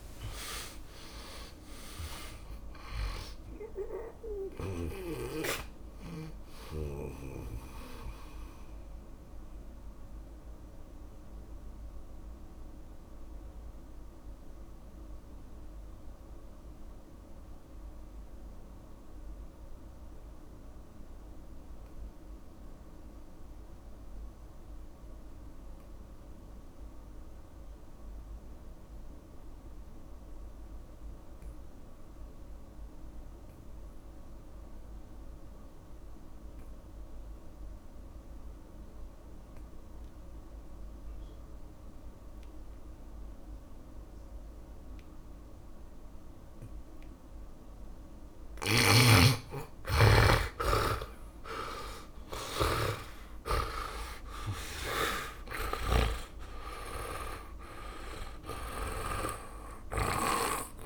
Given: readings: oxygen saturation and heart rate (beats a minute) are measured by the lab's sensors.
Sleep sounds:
breathing in sleep by a room microphone; 1
0.00-28.00 s: oxygen desaturation (device-marked, oxygen 80% lowest, heart rate 49 extreme)
8.00-49.00 s: mixed apnea (oxygen 100% before, 75% lowest, heart rate 64 before, 49 extreme, up 19 after)
42.00-60.86 s: oxygen desaturation (device-marked, oxygen 99% before, 75% lowest, heart rate 57 before, 49 extreme)
49.00-60.86 s: snoring (device-marked)
50.50-56.00 s: arousal
From the record:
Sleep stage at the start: N2 (light sleep); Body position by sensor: on the back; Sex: male

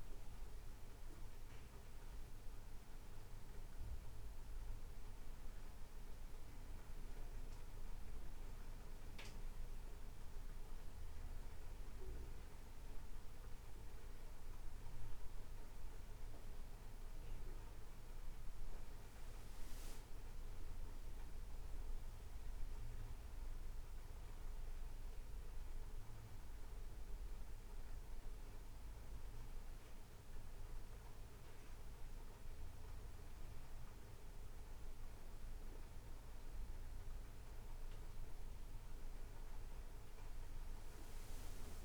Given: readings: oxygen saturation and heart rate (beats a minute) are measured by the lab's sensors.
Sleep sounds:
breathing in sleep, hard to hear, by a room microphone; none
11.00-41.84 s: new sleep stage, N2 (light sleep)
From the record:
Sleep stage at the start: N1 (lightest sleep); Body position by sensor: on the right side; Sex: male

